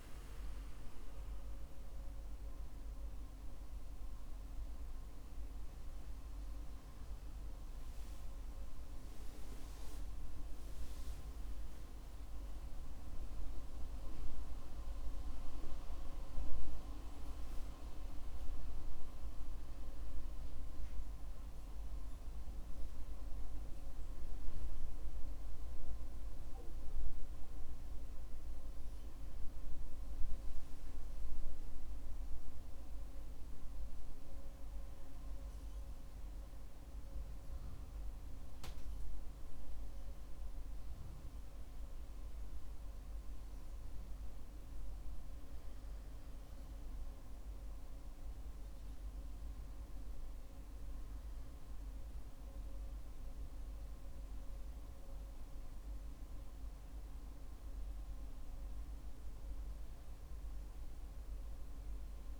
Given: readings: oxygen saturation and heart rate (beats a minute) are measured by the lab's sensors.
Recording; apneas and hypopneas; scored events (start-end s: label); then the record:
a person partly awake in a sleep study, hard to hear, by a room microphone; none
21.50-62.40 s: new sleep stage, N1 (lightest sleep)
From the record:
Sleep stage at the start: awake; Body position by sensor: on the back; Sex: male